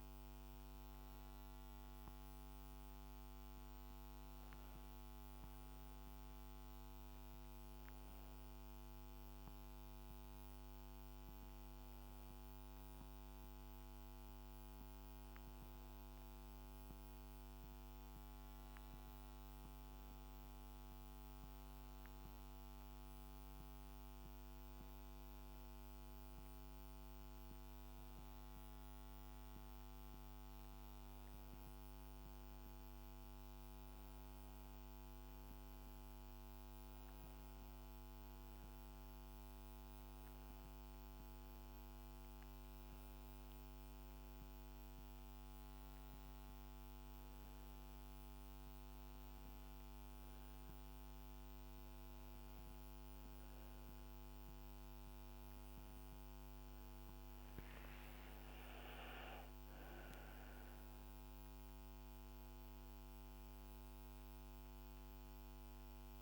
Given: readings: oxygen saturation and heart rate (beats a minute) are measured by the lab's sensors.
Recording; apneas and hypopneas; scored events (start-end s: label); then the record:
breathing in sleep, hard to hear, by a microphone on the trachea; none
16.50-25.50 s: oxygen desaturation (device-marked, oxygen 98% before, 96% lowest, heart rate 72 before, 71 extreme)
57.50-62.50 s: arousal
From the record:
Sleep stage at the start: N1 (lightest sleep); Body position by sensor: on the back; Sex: female